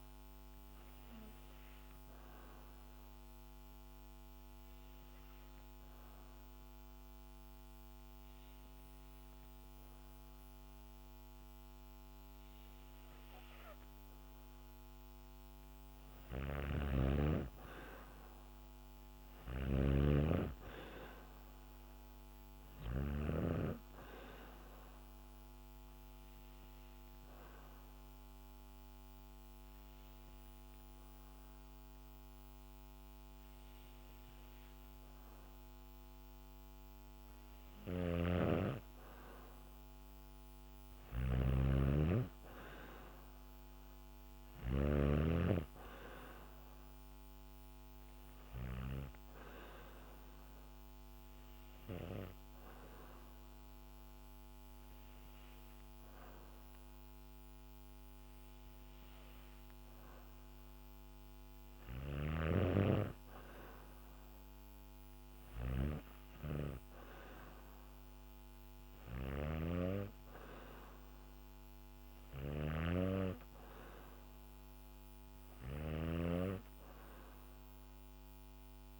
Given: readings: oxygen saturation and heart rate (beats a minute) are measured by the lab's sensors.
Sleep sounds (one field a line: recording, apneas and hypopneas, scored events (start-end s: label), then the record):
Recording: breathing in sleep by a microphone on the trachea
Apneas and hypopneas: 1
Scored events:
0.50-14.00 s: hypopnea (oxygen 99% before, 94% lowest, heart rate 62 before, 60 extreme, up 2 after)
3.50-10.50 s: oxygen desaturation (device-marked, oxygen 99% before, 95% lowest, heart rate 61 before, 61 extreme)
15.50-22.50 s: snoring (device-marked)
17.00-20.50 s: arousal
37.00-44.50 s: snoring (device-marked)
68.50-79.00 s: snoring (device-marked)
From the record:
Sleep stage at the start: N2 (light sleep)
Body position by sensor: on the back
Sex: female